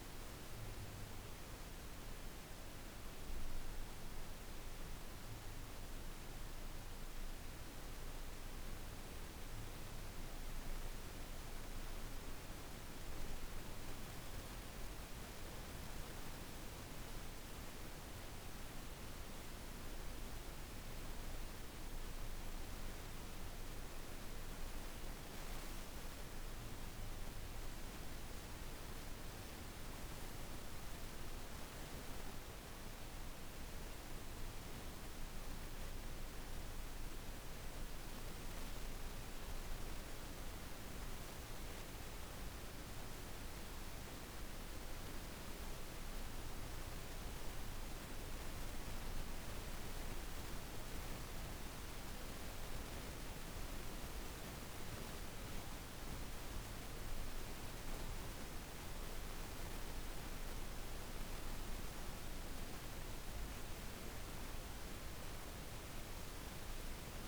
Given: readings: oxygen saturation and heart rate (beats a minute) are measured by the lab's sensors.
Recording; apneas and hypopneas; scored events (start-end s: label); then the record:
breathing in sleep, hard to hear, by a room microphone; none
26.50-31.00 s: arousal
From the record:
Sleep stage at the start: N1 (lightest sleep); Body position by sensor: on the back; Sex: female